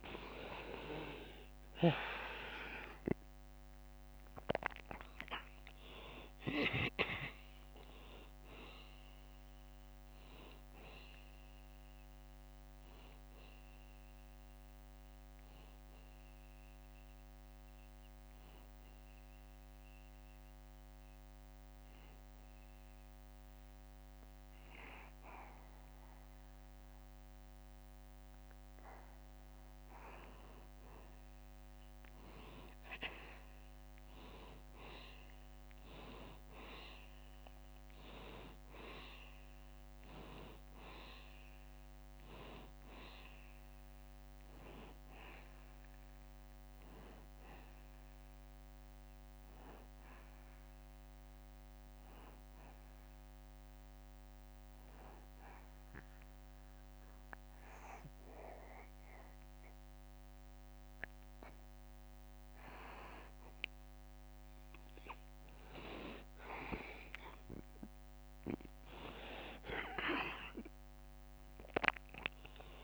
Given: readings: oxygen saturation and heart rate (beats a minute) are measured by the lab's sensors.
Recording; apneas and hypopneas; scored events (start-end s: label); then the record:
breathing in sleep by a microphone on the trachea; 2
0.00-3.50 s: arousal
2.00-35.00 s: oxygen desaturation (device-marked, oxygen 94% before, 87% lowest, heart rate 72 before, 71 extreme)
4.00-22.00 s: drop in pulse transit time (device-marked, heart rate 72 before, 74 extreme)
17.50-30.00 s: hypopnea (oxygen 94% before, 87% lowest, heart rate 75 before, 71 extreme, up 1 after)
33.00-37.50 s: arousal
48.50-63.50 s: hypopnea (oxygen 96% before, 90% lowest, heart rate 74 before, 72 extreme, up 2 after)
67.00-71.50 s: arousal
From the record:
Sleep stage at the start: N2 (light sleep); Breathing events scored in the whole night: 252 in 4.2 hours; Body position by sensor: on the back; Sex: male